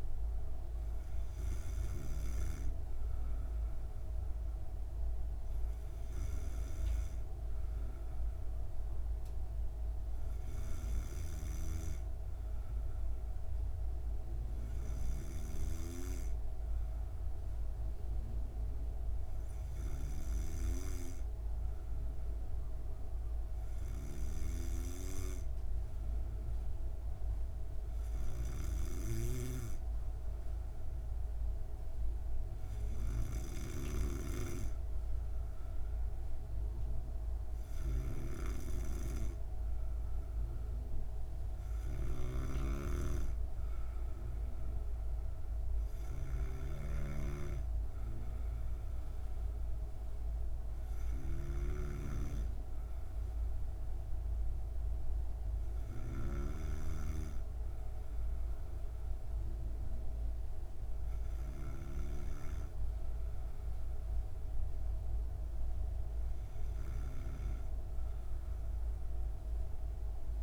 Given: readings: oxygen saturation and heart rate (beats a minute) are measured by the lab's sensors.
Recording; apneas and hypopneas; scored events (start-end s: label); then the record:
breathing in sleep by a room microphone; none
11.50-16.00 s: snoring (device-marked)
24.50-34.00 s: snoring (device-marked)
42.00-57.00 s: snoring (device-marked)
From the record:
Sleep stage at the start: N2 (light sleep); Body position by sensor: on the back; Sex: female